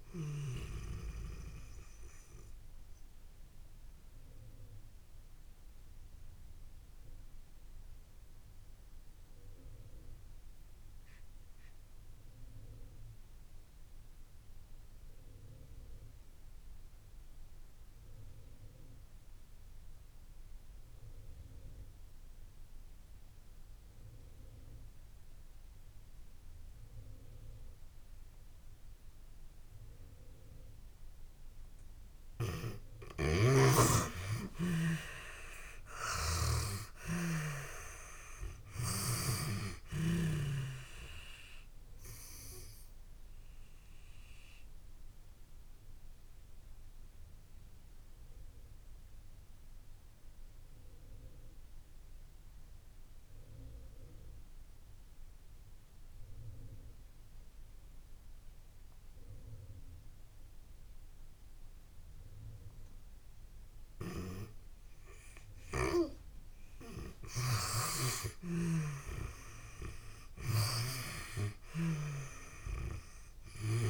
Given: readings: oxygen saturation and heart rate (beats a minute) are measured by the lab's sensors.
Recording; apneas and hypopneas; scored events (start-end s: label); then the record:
breathing in sleep by a room microphone; 2
0.00-24.00 s: oxygen desaturation (device-marked, oxygen 77% lowest)
2.00-31.50 s: obstructive apnea (oxygen 96% before, 77% lowest)
34.50-37.50 s: arousal
38.00-67.00 s: oxygen desaturation (device-marked, oxygen 97% before, 80% lowest)
42.00-65.00 s: obstructive apnea (oxygen 97% before, 80% lowest)
65.00-73.89 s: snoring (device-marked)
67.00-69.50 s: arousal
From the record:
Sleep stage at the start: N2 (light sleep); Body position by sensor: on the back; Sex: female